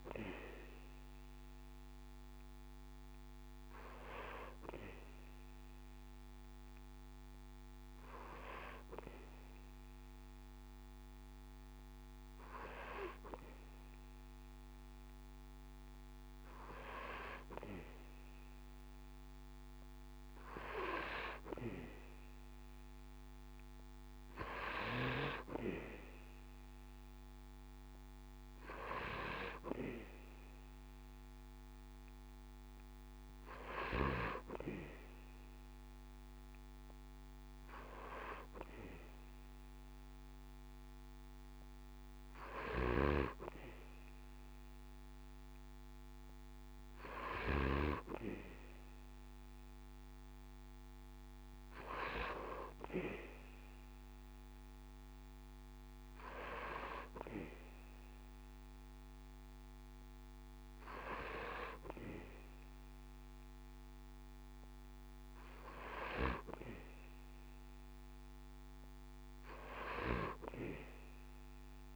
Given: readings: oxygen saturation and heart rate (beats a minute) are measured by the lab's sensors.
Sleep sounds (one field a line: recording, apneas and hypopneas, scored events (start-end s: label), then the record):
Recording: breathing in sleep by a microphone on the trachea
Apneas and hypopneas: none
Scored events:
none scored
From the record:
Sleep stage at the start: N2 (light sleep)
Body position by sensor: on the back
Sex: male